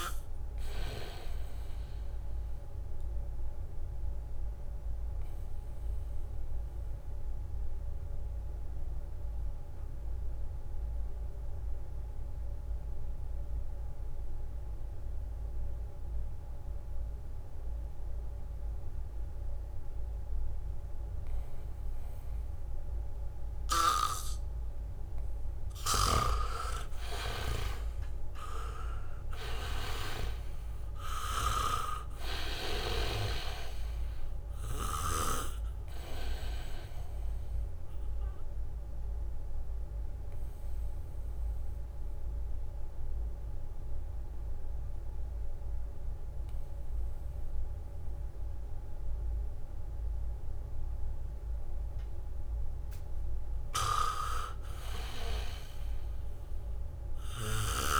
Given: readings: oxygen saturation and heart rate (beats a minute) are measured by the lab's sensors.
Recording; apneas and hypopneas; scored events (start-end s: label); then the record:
breathing in sleep by a room microphone; 2
0.00-15.00 s: oxygen desaturation (device-marked, oxygen 78% lowest, heart rate 63 extreme)
1.50-25.00 s: obstructive apnea (oxygen 99% before, 78% lowest, heart rate 69 before, 63 extreme, up 3 after)
18.00-20.50 s: leg movement (device-marked)
22.50-25.00 s: leg movement (device-marked)
26.00-51.00 s: oxygen desaturation (device-marked, oxygen 99% before, 81% lowest, heart rate 73 before, 70 extreme)
27.00-31.50 s: arousal
38.00-53.00 s: mixed apnea (oxygen 99% before, 81% lowest, heart rate 70 before, 72 extreme, up 4 after)
55.00-58.00 s: arousal
From the record:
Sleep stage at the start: N2 (light sleep); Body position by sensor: on the back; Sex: male